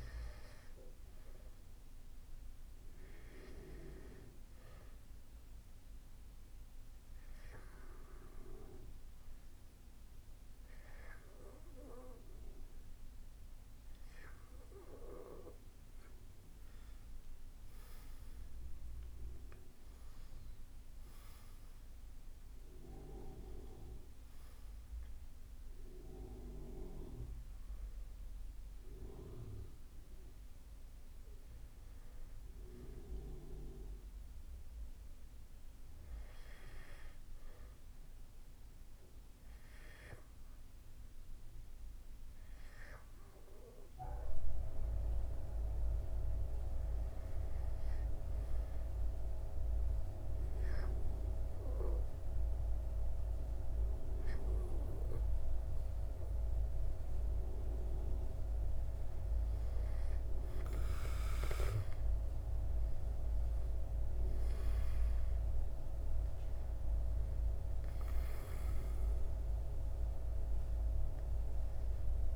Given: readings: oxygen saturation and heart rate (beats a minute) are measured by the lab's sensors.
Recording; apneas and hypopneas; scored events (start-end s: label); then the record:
breathing in sleep by a room microphone; 2
2.50-13.50 s: hypopnea (oxygen 96% before, 92% lowest, heart rate 72 before, 64 extreme, up 11 after)
11.00-38.00 s: oxygen desaturation (device-marked, oxygen 95% before, 92% lowest, heart rate 74 before, 64 extreme)
16.50-20.00 s: arousal
47.50-59.00 s: hypopnea (oxygen 97% before, 92% lowest, heart rate 71 before, 64 extreme, up 8 after)
62.50-65.50 s: arousal
From the record:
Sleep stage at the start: N2 (light sleep); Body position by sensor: on the back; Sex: male